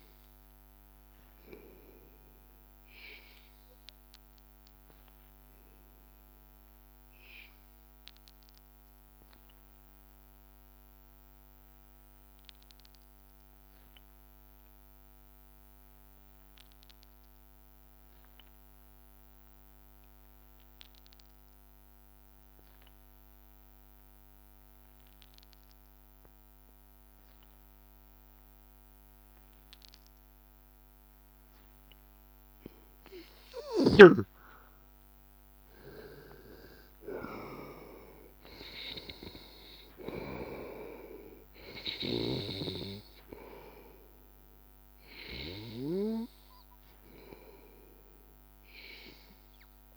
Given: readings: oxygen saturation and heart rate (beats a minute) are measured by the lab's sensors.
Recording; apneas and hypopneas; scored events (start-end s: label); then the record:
breathing in sleep by a microphone on the trachea; 1
0.00-10.00 s: oxygen desaturation (device-marked, oxygen 94% lowest, heart rate 81 extreme)
4.00-31.00 s: obstructive apnea (oxygen 97% before, 92% lowest, heart rate 82 before, 81 extreme, up 1 after)
29.00-49.97 s: oxygen desaturation (device-marked, oxygen 98% before, 92% lowest, heart rate 82 before, 81 extreme)
34.00-38.50 s: arousal
From the record:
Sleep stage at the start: N2 (light sleep); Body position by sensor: on the back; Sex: male